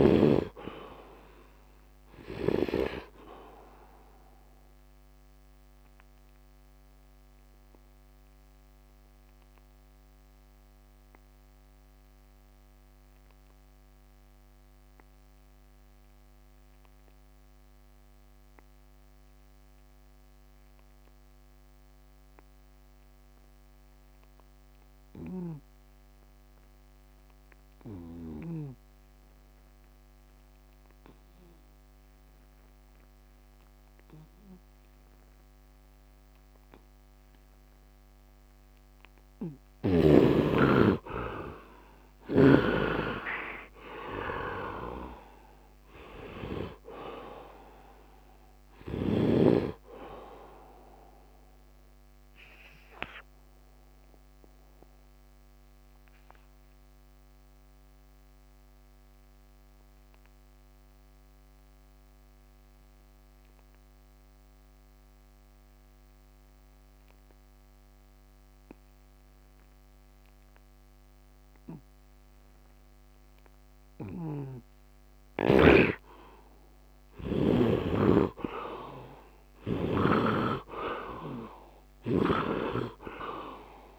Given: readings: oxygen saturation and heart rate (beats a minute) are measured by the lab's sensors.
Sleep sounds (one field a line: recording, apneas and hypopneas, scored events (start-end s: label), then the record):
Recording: breathing in sleep by a microphone on the trachea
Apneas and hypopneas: 2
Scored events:
0.00-18.50 s: oxygen desaturation (device-marked, oxygen 67% lowest, heart rate 67 extreme)
4.50-41.00 s: obstructive apnea (oxygen 99% before, 64% lowest, heart rate 80 before, 68 extreme, up 9 after)
23.50-72.50 s: oxygen desaturation (device-marked, oxygen 99% before, 64% lowest, heart rate 71 before, 67 extreme)
42.00-46.50 s: snoring (device-marked)
42.50-46.50 s: arousal
50.50-75.50 s: obstructive apnea (oxygen 99% before, 64% lowest, heart rate 79 before, 67 extreme, up 26 after)
77.00-81.50 s: arousal
77.50-83.99 s: oxygen desaturation (device-marked, oxygen 97% before, 74% lowest, heart rate 74 before, 67 extreme)
80.00-83.99 s: snoring (device-marked)
From the record:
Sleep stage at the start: N2 (light sleep)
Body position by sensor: on the right side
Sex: male